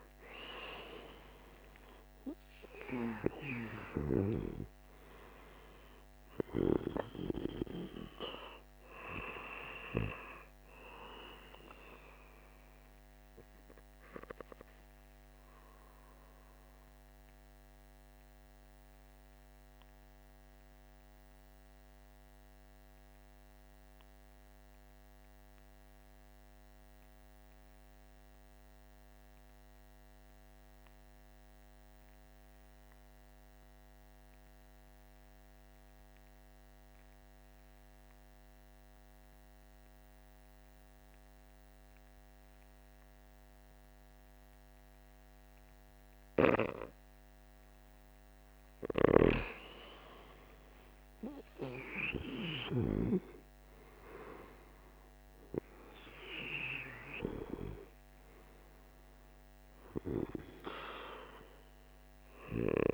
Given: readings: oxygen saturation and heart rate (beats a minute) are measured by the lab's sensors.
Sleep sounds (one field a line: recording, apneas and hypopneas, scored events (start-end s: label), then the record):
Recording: breathing in sleep by a microphone on the trachea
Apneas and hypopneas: 1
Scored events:
0.00-2.50 s: arousal
0.00-3.00 s: oxygen desaturation (device-marked, oxygen 93% lowest, heart rate 47 extreme)
11.00-27.00 s: oxygen desaturation (device-marked, oxygen 94% before, 89% lowest, heart rate 57 before, 47 extreme)
16.50-46.00 s: obstructive apnea (oxygen 98% before, 88% lowest, heart rate 59 before, 47 extreme, up 11 after)
41.00-62.93 s: oxygen desaturation (device-marked, oxygen 99% before, 88% lowest, heart rate 48 before, 47 extreme)
49.00-54.00 s: arousal
From the record:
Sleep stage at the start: N2 (light sleep)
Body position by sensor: on the back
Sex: male